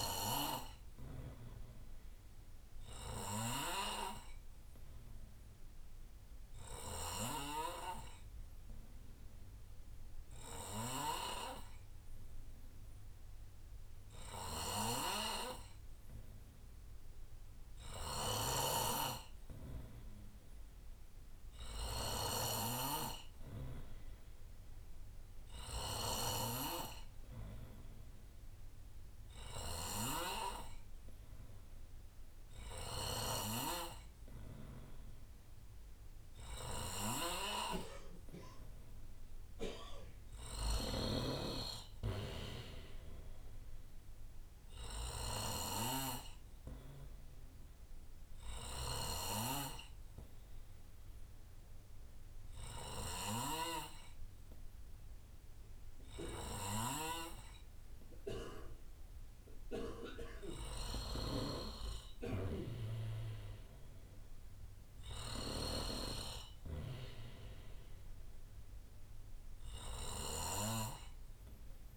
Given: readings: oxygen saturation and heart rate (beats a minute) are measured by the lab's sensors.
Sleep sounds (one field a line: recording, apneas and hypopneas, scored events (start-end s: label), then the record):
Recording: breathing in sleep by a room microphone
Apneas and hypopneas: 3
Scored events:
0.00-12.00 s: oxygen desaturation (device-marked, oxygen 91% lowest, heart rate 69 extreme)
0.00-71.97 s: snoring (device-marked)
4.50-17.00 s: obstructive apnea (oxygen 94% before, 90% lowest, heart rate 70 before, 69 extreme, up 2 after)
10.00-71.97 s: new sleep stage, N2 (light sleep)
20.00-38.00 s: oxygen desaturation (device-marked, oxygen 94% before, 90% lowest, heart rate 71 before, 68 extreme)
21.50-25.50 s: arousal
30.50-41.00 s: hypopnea (oxygen 94% before, 90% lowest, heart rate 70 before, 68 extreme, up 1 after)
42.50-46.00 s: arousal
49.00-60.50 s: hypopnea (oxygen 94% before, 93% lowest, heart rate 71 before, 64 extreme, up 3 after)
64.50-68.00 s: arousal
From the record:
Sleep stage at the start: N3 (deep sleep)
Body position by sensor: on the right side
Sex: male